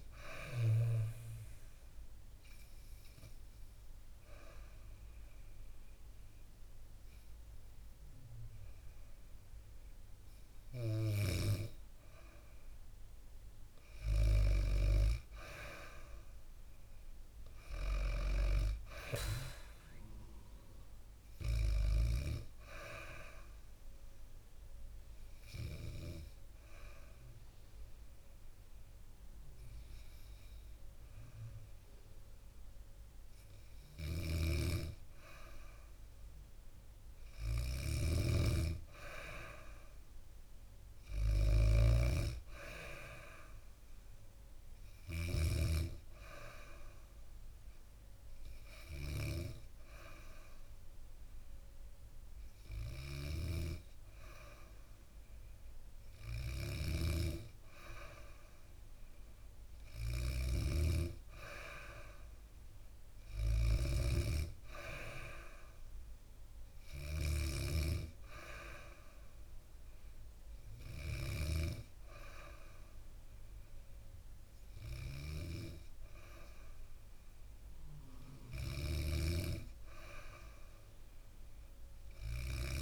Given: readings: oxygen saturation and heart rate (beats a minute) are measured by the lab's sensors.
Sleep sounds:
breathing in sleep by a room microphone; 1
1.00-15.00 s: oxygen desaturation (device-marked, oxygen 96% before, 93% lowest, heart rate 66 before, 63 extreme)
1.50-12.50 s: hypopnea (oxygen 97% before, 93% lowest, heart rate 66 before, 63 extreme, up 1 after)
15.00-17.50 s: arousal
21.00-32.00 s: oxygen desaturation (device-marked, oxygen 97% before, 94% lowest, heart rate 67 before, 63 extreme)
33.00-45.00 s: snoring (device-marked)
56.00-71.00 s: snoring (device-marked)
From the record:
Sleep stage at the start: N2 (light sleep); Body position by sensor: on the back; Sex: female

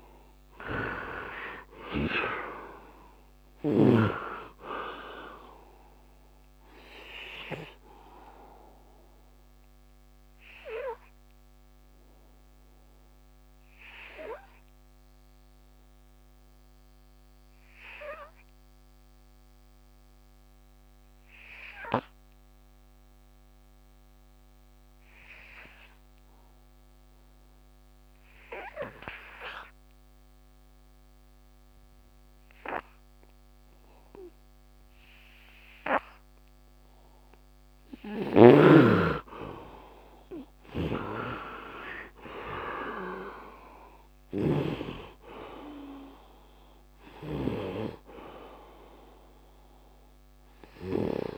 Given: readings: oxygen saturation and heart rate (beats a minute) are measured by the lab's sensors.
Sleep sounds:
breathing in sleep by a microphone on the trachea; 1
0.00-1.00 s: arousal
0.00-2.00 s: snoring (device-marked)
0.00-24.00 s: oxygen desaturation (device-marked, oxygen 71% lowest, heart rate 67 extreme)
9.00-37.50 s: obstructive apnea (oxygen 99% before, 71% lowest, heart rate 90 before, 67 extreme, up 20 after)
26.00-51.38 s: oxygen desaturation (device-marked, oxygen 100% before, 73% lowest, heart rate 72 before, 69 extreme)
39.00-42.50 s: arousal
40.00-51.00 s: snoring (device-marked)
From the record:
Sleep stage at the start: N2 (light sleep); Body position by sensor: on the right side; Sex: male

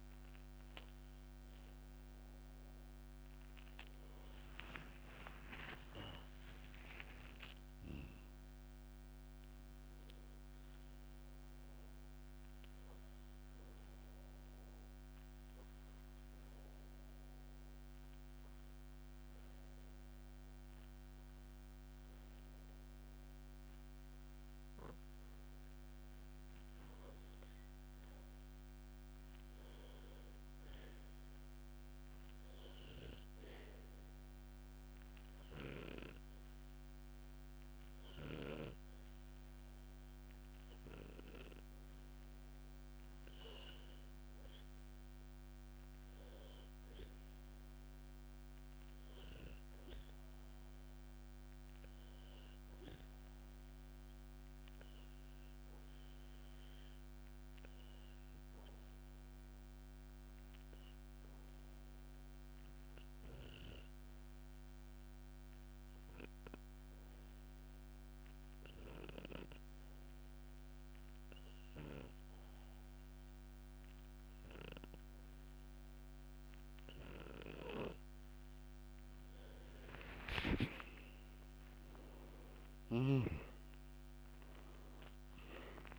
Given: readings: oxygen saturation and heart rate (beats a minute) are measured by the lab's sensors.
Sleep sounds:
breathing in sleep by a microphone on the trachea; 3
5.00-9.00 s: arousal
14.50-25.50 s: obstructive apnea (oxygen 97% before, 94% lowest, heart rate 77 before, 61 extreme, up 3 after)
27.50-30.50 s: arousal
32.50-43.00 s: obstructive apnea (oxygen 97% before, 94% lowest, heart rate 63 before, 61 extreme, up 4 after)
45.00-48.50 s: arousal
52.50-77.00 s: obstructive apnea (oxygen 96% before, 93% lowest, heart rate 64 before, 61 extreme, up 7 after)
From the record:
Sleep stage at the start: N2 (light sleep); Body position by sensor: on the back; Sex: male

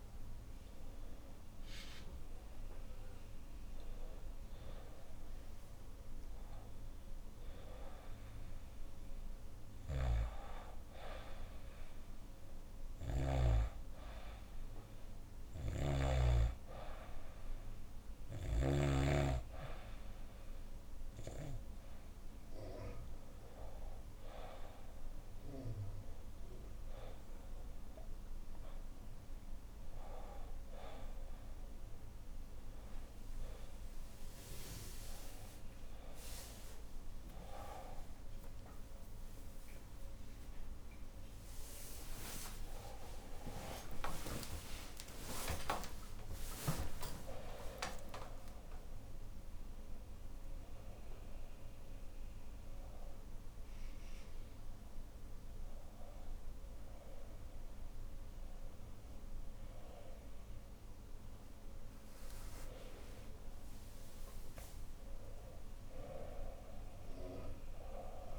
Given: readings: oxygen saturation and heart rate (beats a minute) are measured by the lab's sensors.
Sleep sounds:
a person partly awake in a sleep study, by a room microphone; none
9.50-13.00 s: snoring (device-marked)
15.00-18.50 s: snoring (device-marked)
32.50-62.50 s: new sleep stage, awake
62.50-68.39 s: new sleep stage, N2 (light sleep)
From the record:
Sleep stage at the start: N2 (light sleep); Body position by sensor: on the back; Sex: female

